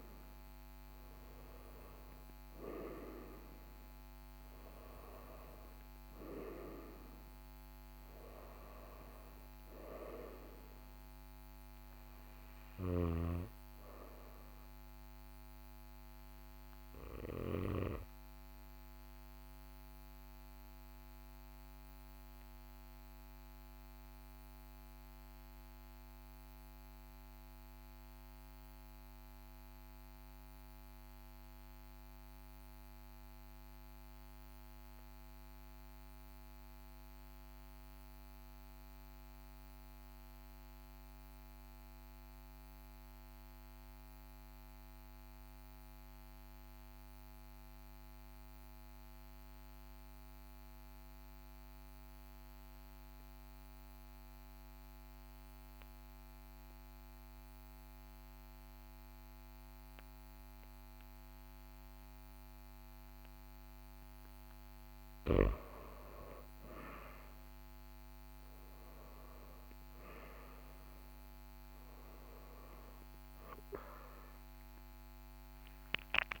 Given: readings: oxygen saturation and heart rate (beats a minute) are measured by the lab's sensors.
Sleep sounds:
breathing in sleep by a microphone on the trachea; 1
0.00-32.50 s: oxygen desaturation (device-marked, oxygen 89% lowest, heart rate 39 extreme)
22.00-63.50 s: mixed apnea (oxygen 95% before, 89% lowest, heart rate 42 before, 39 extreme, up 2 after)
65.50-76.40 s: oxygen desaturation (device-marked, oxygen 97% before, 90% lowest, heart rate 40 before, 38 extreme)
66.50-71.50 s: arousal
From the record:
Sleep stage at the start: N2 (light sleep); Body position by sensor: on the back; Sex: male

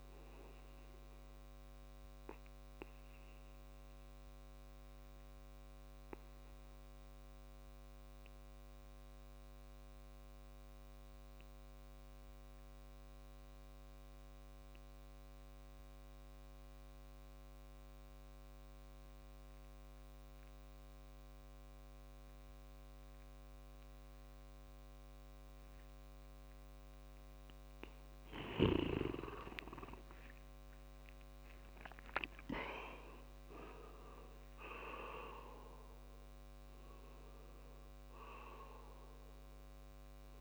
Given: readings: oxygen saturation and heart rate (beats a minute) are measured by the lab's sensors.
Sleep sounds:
breathing in sleep by a microphone on the trachea; 1
0.00-6.00 s: oxygen desaturation (device-marked, oxygen 89% lowest)
0.50-26.50 s: obstructive apnea (oxygen 98% before, 89% lowest)
28.50-32.00 s: arousal
From the record:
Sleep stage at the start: N2 (light sleep); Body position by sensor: on the back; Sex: male

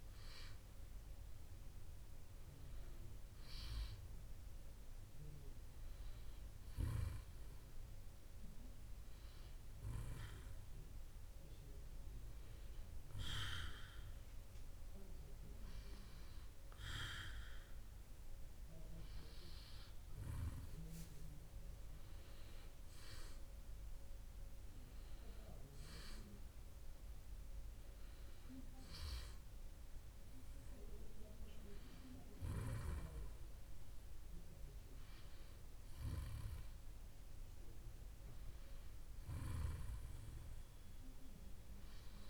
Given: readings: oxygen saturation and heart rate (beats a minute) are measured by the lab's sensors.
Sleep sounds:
breathing in sleep by a room microphone; none
none scored
From the record:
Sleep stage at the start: N2 (light sleep); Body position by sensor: on the back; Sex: male

